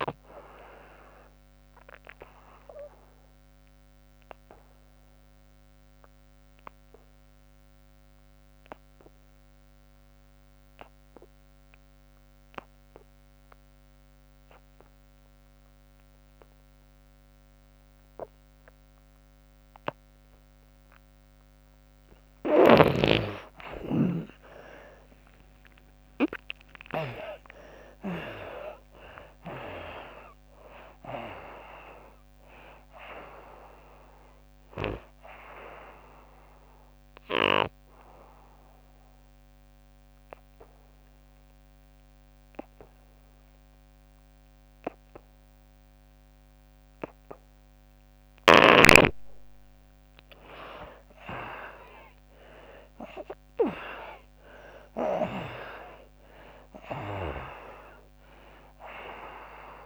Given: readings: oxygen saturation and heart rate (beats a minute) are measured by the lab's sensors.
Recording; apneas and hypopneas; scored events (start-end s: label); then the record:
breathing in sleep by a microphone on the trachea; 2
0.00-11.50 s: oxygen desaturation (device-marked, oxygen 77% lowest, heart rate 67 extreme)
1.50-21.00 s: obstructive apnea (oxygen 98% before, 75% lowest, heart rate 81 before, 67 extreme, up 49 after)
19.50-48.50 s: oxygen desaturation (device-marked, oxygen 98% before, 75% lowest, heart rate 80 before, 66 extreme)
25.00-29.00 s: arousal
35.50-50.00 s: obstructive apnea (oxygen 98% before, 75% lowest, heart rate 94 before, 65 extreme, up 25 after)
50.50-59.86 s: oxygen desaturation (device-marked, oxygen 99% before, 81% lowest, heart rate 89 before, 64 extreme)
52.00-56.00 s: arousal
From the record:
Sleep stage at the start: N2 (light sleep); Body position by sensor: on the back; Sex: female